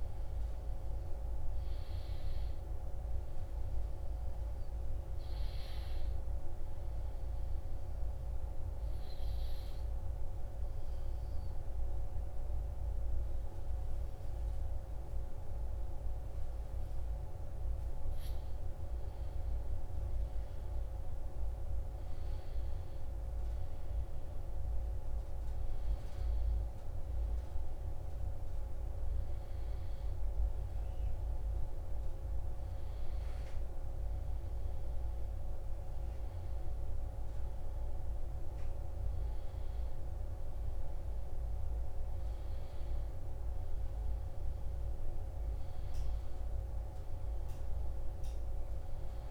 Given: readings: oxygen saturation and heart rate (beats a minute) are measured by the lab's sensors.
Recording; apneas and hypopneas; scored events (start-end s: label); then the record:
breathing in sleep, hard to hear, by a room microphone; 1
0.00-3.00 s: arousal
7.00-18.00 s: obstructive apnea (oxygen 96% before, 93% lowest)
19.50-23.00 s: arousal
28.00-49.31 s: new sleep stage, N1 (lightest sleep)
From the record:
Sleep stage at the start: N2 (light sleep); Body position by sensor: on the right side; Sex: male